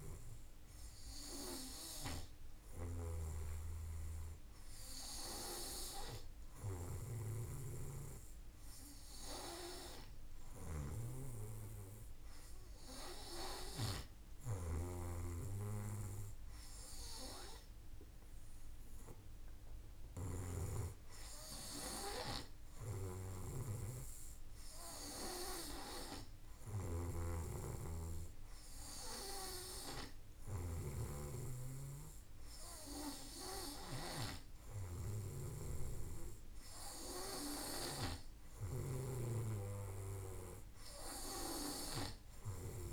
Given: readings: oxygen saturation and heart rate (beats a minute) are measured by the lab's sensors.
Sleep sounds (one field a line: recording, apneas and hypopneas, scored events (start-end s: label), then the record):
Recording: breathing in sleep by a room microphone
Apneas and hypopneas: none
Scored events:
0.00-20.00 s: snoring (device-marked)
22.00-42.92 s: snoring (device-marked)
From the record:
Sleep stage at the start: N2 (light sleep)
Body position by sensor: on the back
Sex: male